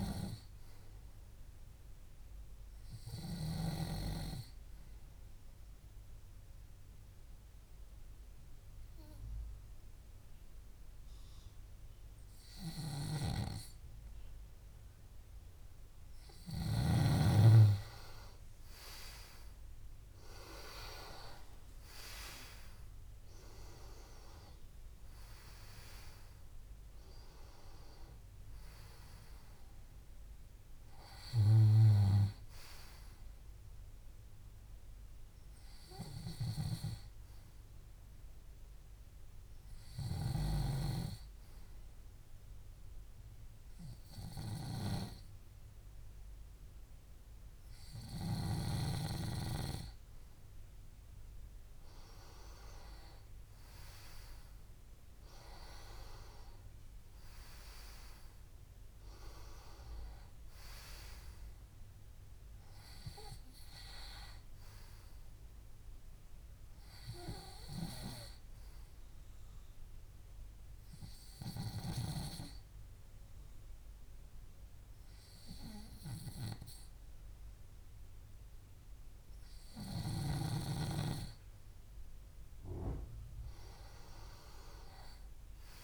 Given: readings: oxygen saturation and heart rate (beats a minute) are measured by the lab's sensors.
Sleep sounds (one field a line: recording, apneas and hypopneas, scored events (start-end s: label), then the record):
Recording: breathing in sleep by a room microphone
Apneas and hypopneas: 3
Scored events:
6.50-17.50 s: obstructive apnea (oxygen 97% before, 93% lowest, heart rate 67 before, 63 extreme, up 7 after)
20.50-26.00 s: arousal
29.00-44.00 s: oxygen desaturation (device-marked, oxygen 97% before, 93% lowest, heart rate 69 before, 63 extreme)
42.00-52.00 s: obstructive apnea (oxygen 97% before, 93% lowest, heart rate 69 before, 64 extreme, up 5 after)
54.50-59.00 s: arousal
70.00-81.00 s: obstructive apnea (oxygen 98% before, 94% lowest, heart rate 68 before, 64 extreme, up 7 after)
From the record:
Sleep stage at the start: N2 (light sleep)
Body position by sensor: on the left side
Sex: male